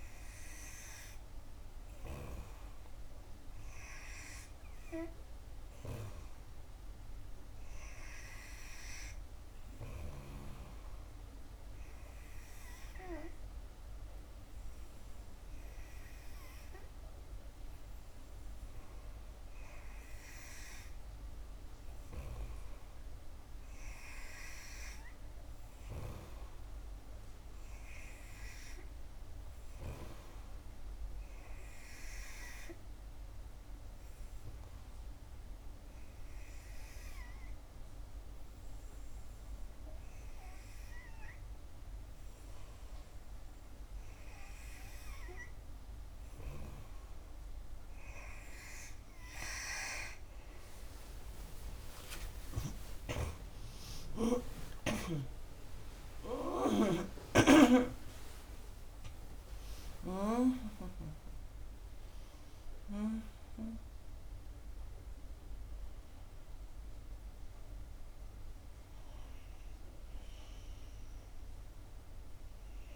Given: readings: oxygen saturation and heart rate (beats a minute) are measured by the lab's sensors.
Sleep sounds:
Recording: breathing in sleep by a room microphone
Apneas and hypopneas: 1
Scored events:
0.00-10.50 s: snoring (device-marked)
32.00-43.00 s: obstructive apnea (oxygen 91% before, 89% lowest, heart rate 69 before, 67 extreme, up 4 after)
39.50-72.96 s: new sleep stage, N2 (light sleep)
46.50-55.50 s: snoring (device-marked)
52.50-59.00 s: arousal
54.50-56.50 s: long interval between heartbeats (device-marked, heart rate 69 before, 89 extreme)
61.00-63.00 s: long interval between heartbeats (device-marked, heart rate 77 before, 89 extreme)
From the record:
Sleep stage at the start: N3 (deep sleep)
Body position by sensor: on the back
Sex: female

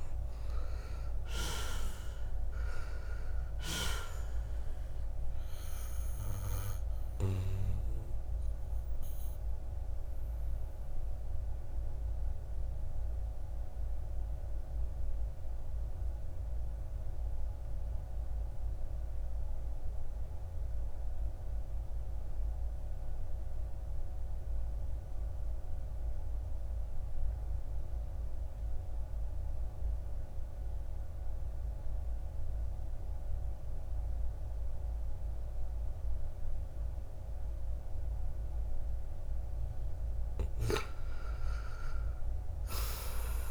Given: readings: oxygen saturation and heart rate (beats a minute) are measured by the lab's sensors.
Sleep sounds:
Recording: breathing in sleep by a room microphone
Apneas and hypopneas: 1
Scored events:
0.00-2.00 s: arousal
0.00-18.50 s: oxygen desaturation (device-marked, oxygen 83% lowest, heart rate 55 extreme)
8.00-39.00 s: obstructive apnea (oxygen 99% before, 76% lowest, heart rate 62 before, 55 extreme, up 10 after)
32.50-43.50 s: oxygen desaturation (device-marked, oxygen 98% before, 78% lowest, heart rate 58 before, 56 extreme)
41.50-43.50 s: arousal
From the record:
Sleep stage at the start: N2 (light sleep)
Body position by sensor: on the back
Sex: male

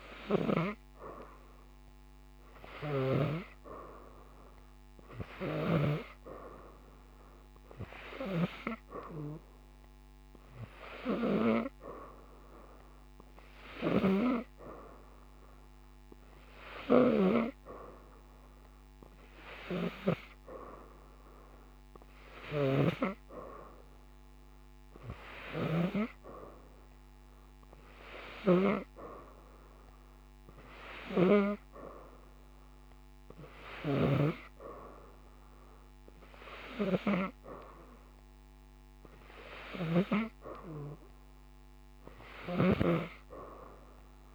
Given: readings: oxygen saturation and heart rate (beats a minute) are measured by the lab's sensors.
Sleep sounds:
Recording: breathing in sleep by a microphone on the trachea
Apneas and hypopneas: none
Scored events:
none scored
From the record:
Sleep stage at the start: N2 (light sleep)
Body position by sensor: upright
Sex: female

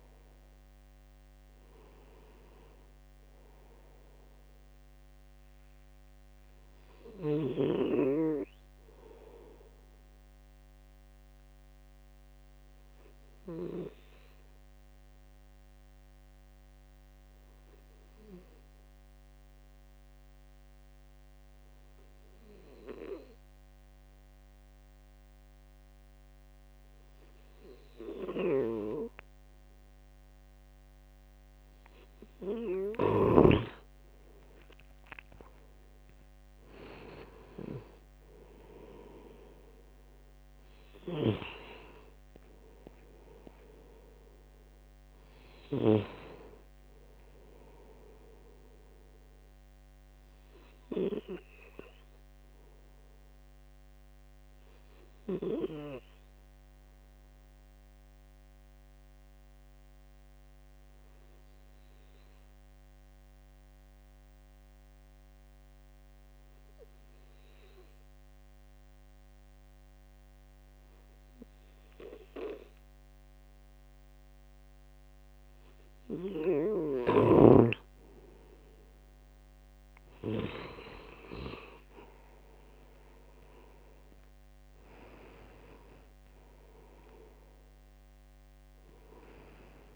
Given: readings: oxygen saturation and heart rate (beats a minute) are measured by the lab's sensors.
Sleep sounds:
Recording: breathing in sleep by a microphone on the trachea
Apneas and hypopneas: 2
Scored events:
0.00-14.50 s: oxygen desaturation (device-marked, oxygen 93% lowest, heart rate 69 extreme)
8.50-32.00 s: obstructive apnea (oxygen 98% before, 93% lowest, heart rate 74 before, 69 extreme, up 10 after)
33.50-36.50 s: arousal
40.50-46.50 s: oxygen desaturation (device-marked, oxygen 98% before, 94% lowest, heart rate 74 before, 66 extreme)
47.00-50.00 s: arousal
51.50-76.50 s: obstructive apnea (oxygen 98% before, 92% lowest, heart rate 79 before, 66 extreme, up 11 after)
69.50-89.96 s: new sleep stage, awake
81.50-89.96 s: oxygen desaturation (device-marked, oxygen 98% before, 93% lowest, heart rate 69 before, 74 extreme)
From the record:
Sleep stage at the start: N2 (light sleep)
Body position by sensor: on the right side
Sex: male

